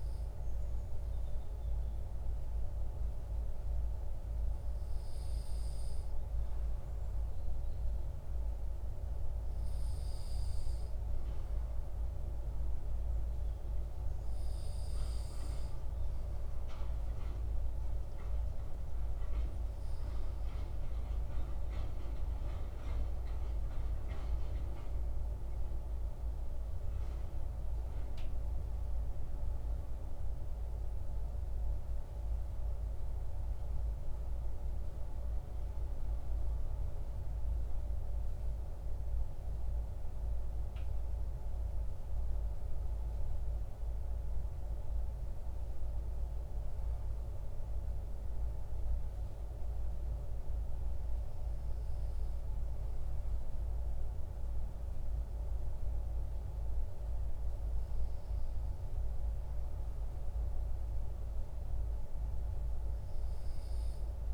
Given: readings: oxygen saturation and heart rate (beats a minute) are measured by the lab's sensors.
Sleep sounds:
breathing in sleep, hard to hear, by a room microphone; none
none scored
From the record:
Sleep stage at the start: N2 (light sleep); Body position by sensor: on the back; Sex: male

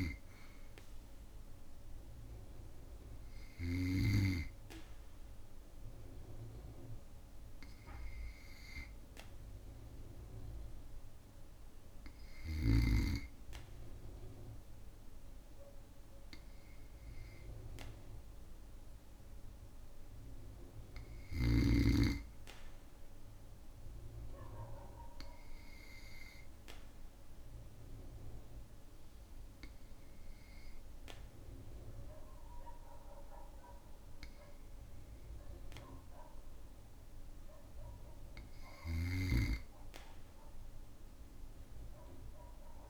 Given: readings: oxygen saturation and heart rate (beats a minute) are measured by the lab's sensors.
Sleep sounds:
breathing in sleep by a room microphone; none
38.50-42.90 s: snoring (device-marked)
From the record:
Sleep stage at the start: N2 (light sleep); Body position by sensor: on the back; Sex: male

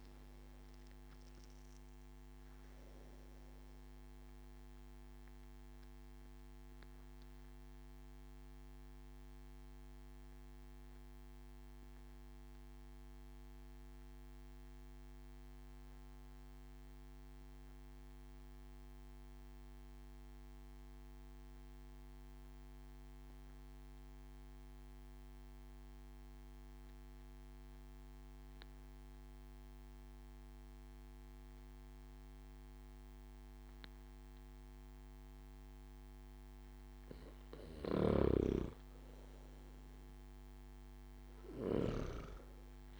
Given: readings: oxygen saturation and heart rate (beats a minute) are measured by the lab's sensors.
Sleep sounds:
breathing in sleep, hard to hear, by a microphone on the trachea; 1
7.00-35.50 s: obstructive apnea (oxygen 97% before, 92% lowest)
36.00-43.00 s: oxygen desaturation (device-marked, oxygen 97% before, 92% lowest)
37.50-42.00 s: arousal
38.00-42.00 s: snoring (device-marked)
From the record:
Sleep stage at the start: N2 (light sleep); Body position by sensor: on the back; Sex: male

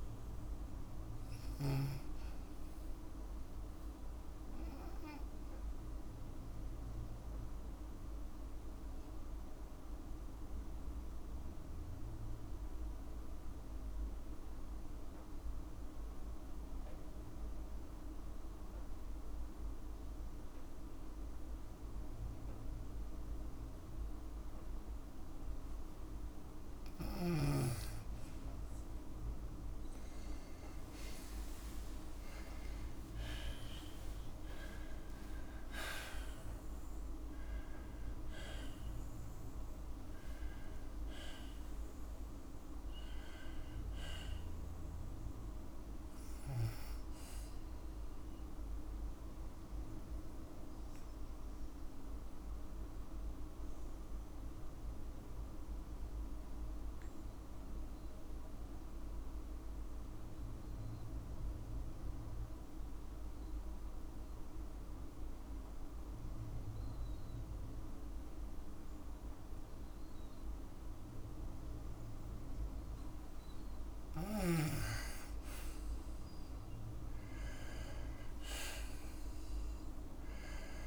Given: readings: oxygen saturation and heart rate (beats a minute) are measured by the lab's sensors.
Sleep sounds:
breathing in sleep, hard to hear, by a room microphone; 2
4.50-25.50 s: obstructive apnea (oxygen 98% before, 90% lowest, heart rate 60 before, 52 extreme, up 53 after)
16.50-30.50 s: oxygen desaturation (device-marked, oxygen 96% before, 90% lowest, heart rate 56 before, 52 extreme)
29.50-36.50 s: tachycardia (device-marked, heart rate 57 before, 140 extreme)
31.00-35.50 s: arousal
31.50-33.50 s: long interval between heartbeats (device-marked, heart rate 54 before, 85 extreme)
33.50-35.50 s: long interval between heartbeats (device-marked, heart rate 58 before, 124 extreme)
48.50-73.50 s: obstructive apnea (oxygen 98% before, 92% lowest, heart rate 88 before, 53 extreme, up 6 after)
59.50-69.50 s: oxygen desaturation (device-marked, oxygen 98% before, 94% lowest, heart rate 62 before, 54 extreme)
76.00-79.00 s: arousal
From the record:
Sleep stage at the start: N2 (light sleep); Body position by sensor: on the left side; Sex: female

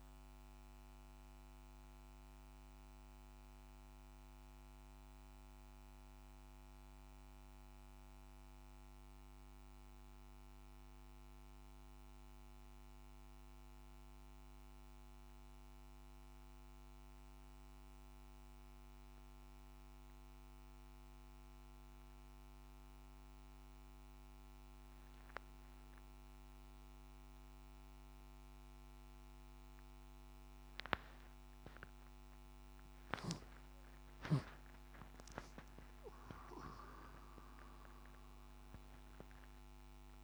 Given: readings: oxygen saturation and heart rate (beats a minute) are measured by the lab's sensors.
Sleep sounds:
breathing in sleep by a microphone on the trachea; none
34.50-38.50 s: arousal
From the record:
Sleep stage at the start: N1 (lightest sleep); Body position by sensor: on the back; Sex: male

